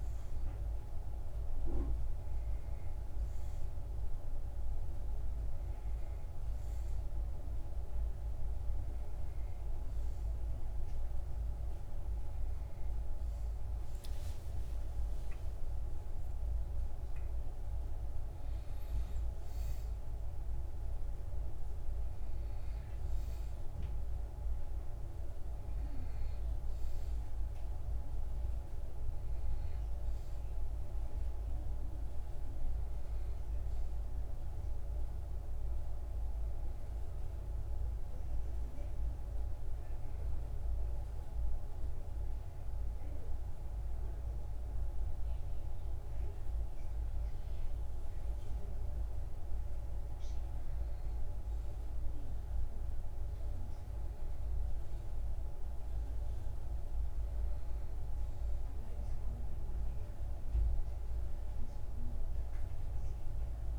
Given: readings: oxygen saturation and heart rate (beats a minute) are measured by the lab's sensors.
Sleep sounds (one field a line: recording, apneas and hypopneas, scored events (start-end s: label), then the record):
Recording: breathing in sleep, hard to hear, by a room microphone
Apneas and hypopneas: none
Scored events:
10.50-14.50 s: arousal
From the record:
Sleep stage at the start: N1 (lightest sleep)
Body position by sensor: on the back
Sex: male